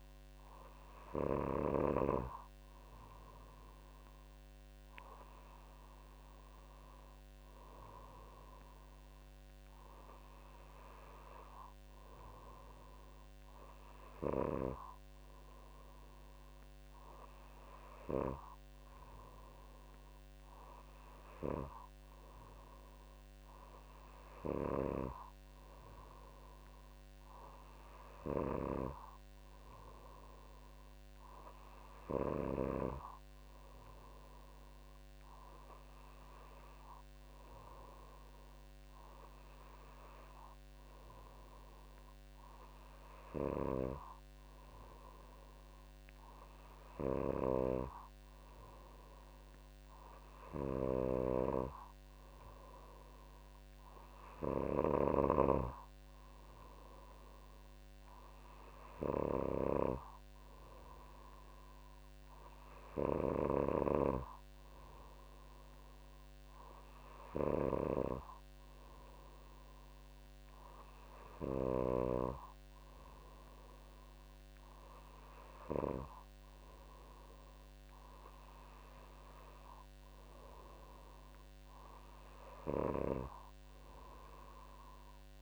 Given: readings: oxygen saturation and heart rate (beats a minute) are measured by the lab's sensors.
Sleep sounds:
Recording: breathing in sleep by a microphone on the trachea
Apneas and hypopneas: none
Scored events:
none scored
From the record:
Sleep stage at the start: N2 (light sleep)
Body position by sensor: on the back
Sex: female

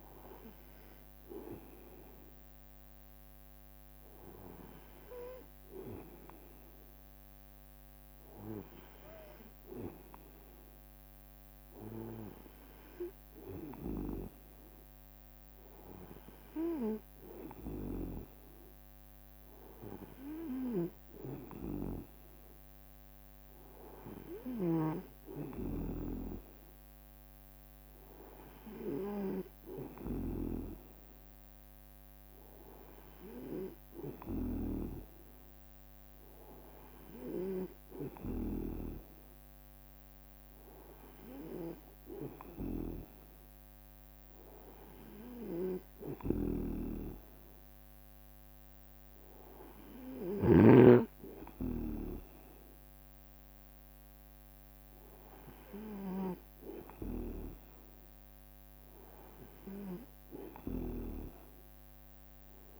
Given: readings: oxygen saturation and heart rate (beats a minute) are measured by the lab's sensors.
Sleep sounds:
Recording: breathing in sleep by a microphone on the trachea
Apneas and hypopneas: none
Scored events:
2.00-4.50 s: leg movement (device-marked)
46.50-51.00 s: snoring (device-marked)
From the record:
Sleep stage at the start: N2 (light sleep)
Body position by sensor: on the right side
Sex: male

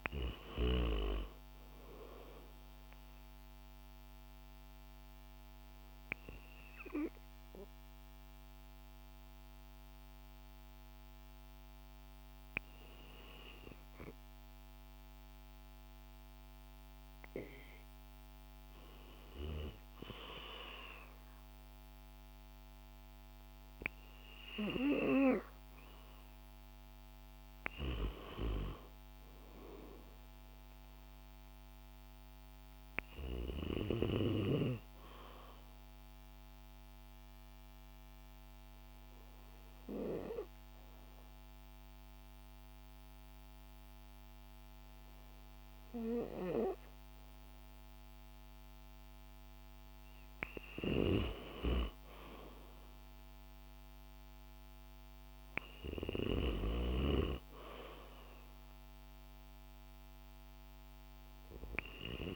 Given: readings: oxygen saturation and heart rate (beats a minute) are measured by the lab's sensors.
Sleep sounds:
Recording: breathing in sleep by a microphone on the trachea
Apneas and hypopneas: 2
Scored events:
3.00-16.50 s: hypopnea (oxygen 97% before, 93% lowest, heart rate 55 before, 53 extreme, up 3 after)
21.00-25.50 s: arousal
36.00-50.00 s: obstructive apnea (oxygen 96% before, 93% lowest, heart rate 56 before, 53 extreme, up 5 after)
50.00-56.00 s: snoring (device-marked)
52.00-55.50 s: arousal
From the record:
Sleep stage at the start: N2 (light sleep)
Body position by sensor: on the back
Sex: female

